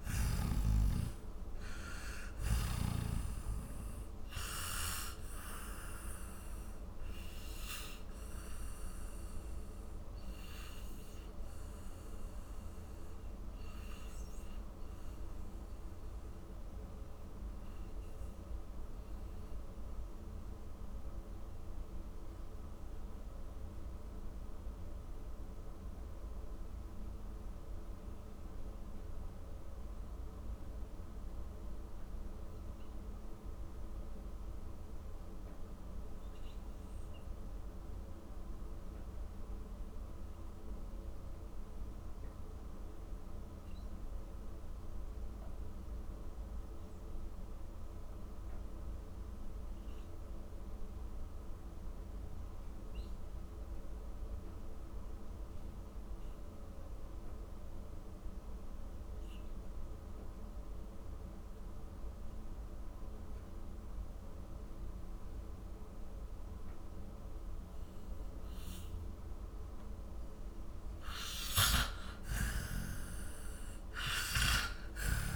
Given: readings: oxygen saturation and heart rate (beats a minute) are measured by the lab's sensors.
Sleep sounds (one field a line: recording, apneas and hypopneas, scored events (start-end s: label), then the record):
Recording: breathing in sleep by a room microphone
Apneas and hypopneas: 1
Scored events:
0.00-34.00 s: oxygen desaturation (device-marked, oxygen 82% lowest, heart rate 44 extreme)
6.50-69.00 s: mixed apnea (oxygen 97% before, 81% lowest, heart rate 66 before, 43 extreme, up 22 after)
66.00-75.36 s: oxygen desaturation (device-marked, oxygen 97% before, 81% lowest, heart rate 51 before, 45 extreme)
70.50-75.36 s: arousal
From the record:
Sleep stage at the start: N2 (light sleep)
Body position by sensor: on the back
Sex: male